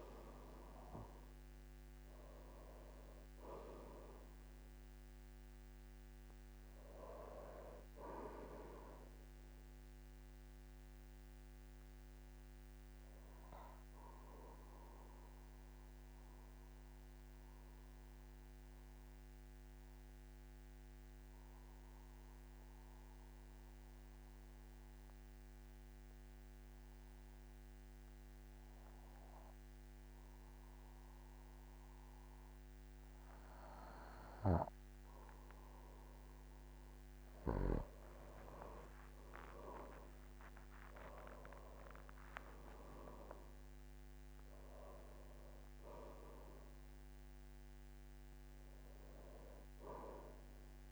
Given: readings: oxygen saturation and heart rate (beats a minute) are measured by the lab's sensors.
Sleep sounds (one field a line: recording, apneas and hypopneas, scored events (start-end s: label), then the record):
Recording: breathing in sleep by a microphone on the trachea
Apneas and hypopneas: 1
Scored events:
0.00-26.00 s: oxygen desaturation (device-marked, oxygen 91% lowest, heart rate 45 extreme)
11.00-36.50 s: obstructive apnea (oxygen 99% before, 91% lowest, heart rate 55 before, 45 extreme, up 21 after)
38.00-50.92 s: oxygen desaturation (device-marked, oxygen 99% before, 92% lowest, heart rate 46 before, 46 extreme)
40.50-45.00 s: arousal
From the record:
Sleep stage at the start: N2 (light sleep)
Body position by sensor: on the back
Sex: male